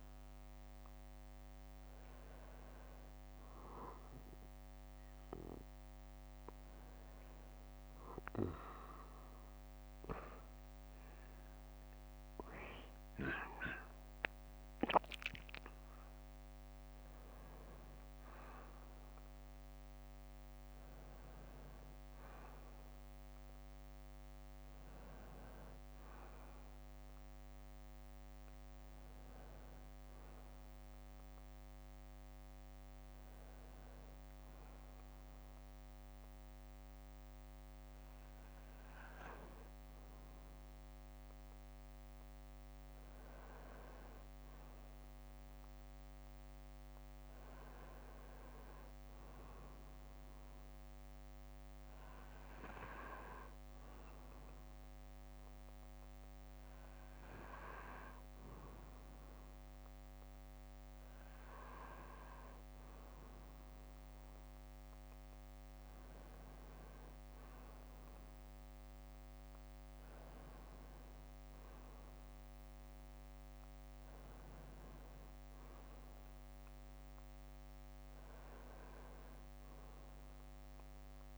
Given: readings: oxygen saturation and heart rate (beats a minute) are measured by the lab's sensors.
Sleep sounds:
breathing in sleep by a microphone on the trachea; none
32.50-34.50 s: bradycardia (device-marked, heart rate 64 before, 61 extreme)
37.50-44.50 s: bradycardia (device-marked, heart rate 64 before, 59 extreme)
43.50-81.38 s: new sleep stage, N2 (light sleep)
From the record:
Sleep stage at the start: N1 (lightest sleep); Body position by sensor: on the back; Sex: male

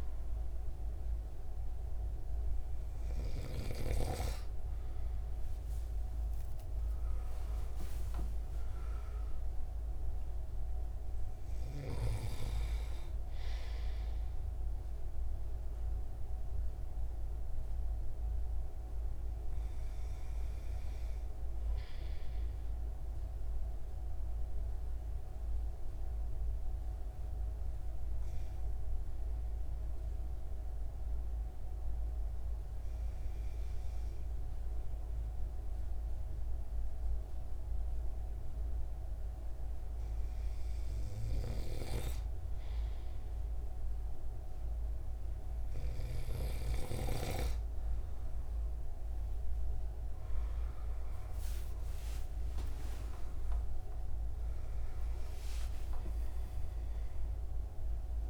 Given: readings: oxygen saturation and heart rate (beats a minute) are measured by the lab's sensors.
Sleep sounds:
breathing in sleep by a room microphone; 1
23.50-38.50 s: hypopnea (oxygen 96% before, 93% lowest)
51.00-55.50 s: arousal
From the record:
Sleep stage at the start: N2 (light sleep); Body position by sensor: on the right side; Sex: male

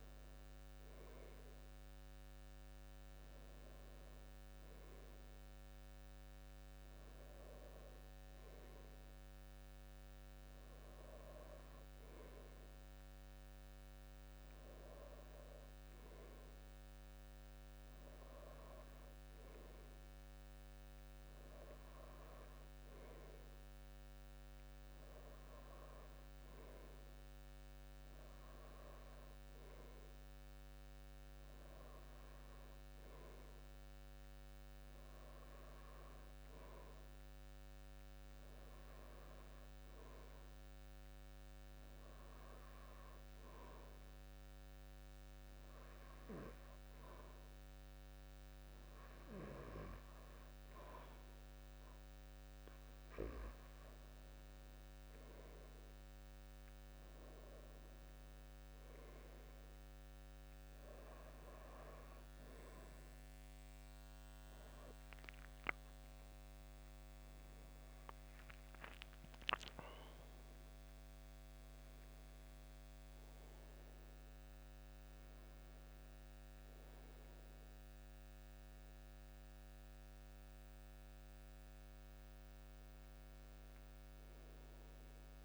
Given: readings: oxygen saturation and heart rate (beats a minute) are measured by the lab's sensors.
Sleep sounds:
breathing in sleep by a microphone on the trachea; 1
44.50-54.50 s: hypopnea (oxygen 95% before, 93% lowest, heart rate 81 before, 78 extreme, up 1 after)
58.00-61.50 s: arousal
From the record:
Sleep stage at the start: N2 (light sleep); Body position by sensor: on the back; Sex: male

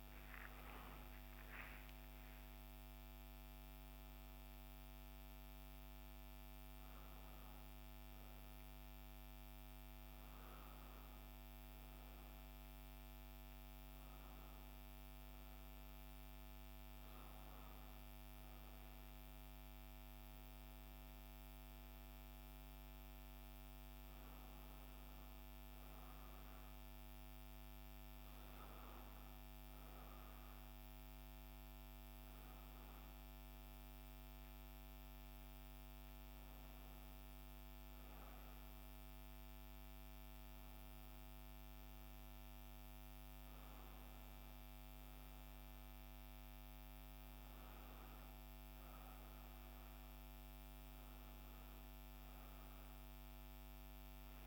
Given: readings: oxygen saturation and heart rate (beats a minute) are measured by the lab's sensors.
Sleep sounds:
a person awake in a sleep study, hard to hear, by a microphone on the trachea; none
none scored
From the record:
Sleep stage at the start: awake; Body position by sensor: on the back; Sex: female

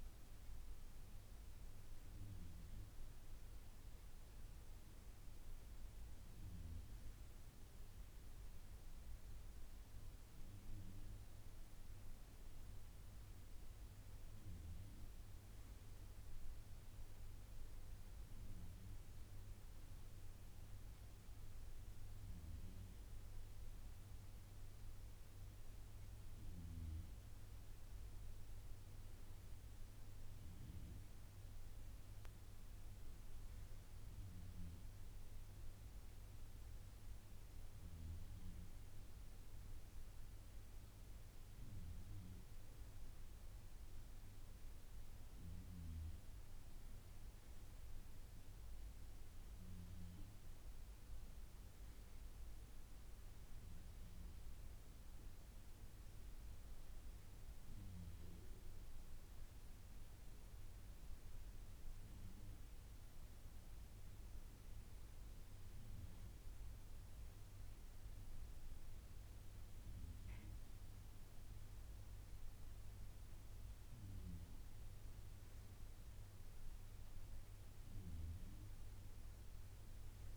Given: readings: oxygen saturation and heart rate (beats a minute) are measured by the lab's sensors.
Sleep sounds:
breathing in sleep, hard to hear, by a room microphone; none
none scored
From the record:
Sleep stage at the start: N2 (light sleep); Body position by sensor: on the right side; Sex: male

